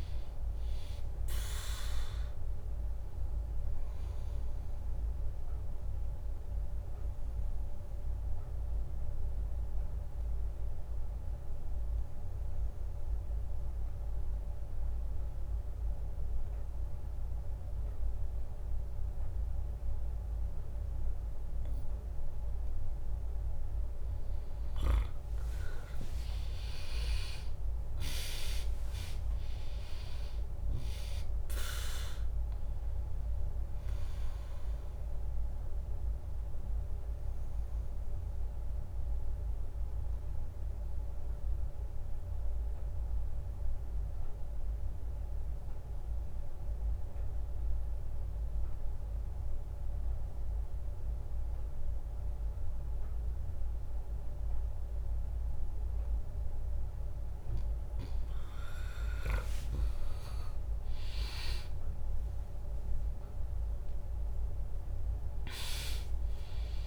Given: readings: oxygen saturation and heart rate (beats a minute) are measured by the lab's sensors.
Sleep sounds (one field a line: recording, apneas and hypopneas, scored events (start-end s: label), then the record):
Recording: breathing in sleep by a room microphone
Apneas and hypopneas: 2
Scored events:
0.00-7.00 s: drop in pulse transit time (device-marked, heart rate 63 extreme)
0.00-17.00 s: oxygen desaturation (device-marked, oxygen 96% lowest, heart rate 60 extreme)
6.00-23.50 s: obstructive apnea (oxygen 100% before, 96% lowest, heart rate 71 before, 60 extreme)
26.00-30.00 s: arousal
26.00-37.00 s: drop in pulse transit time (device-marked, heart rate 77 before, 60 extreme)
36.00-57.50 s: obstructive apnea (oxygen 100% before, 96% lowest, heart rate 70 before, 63 extreme, up 7 after)
60.00-64.50 s: arousal
62.00-66.87 s: drop in pulse transit time (device-marked, heart rate 65 before, 65 extreme)
63.00-66.87 s: oxygen desaturation (device-marked, oxygen 100% before, 96% lowest, heart rate 65 before, 59 extreme)
From the record:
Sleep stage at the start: N2 (light sleep)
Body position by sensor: on the back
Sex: female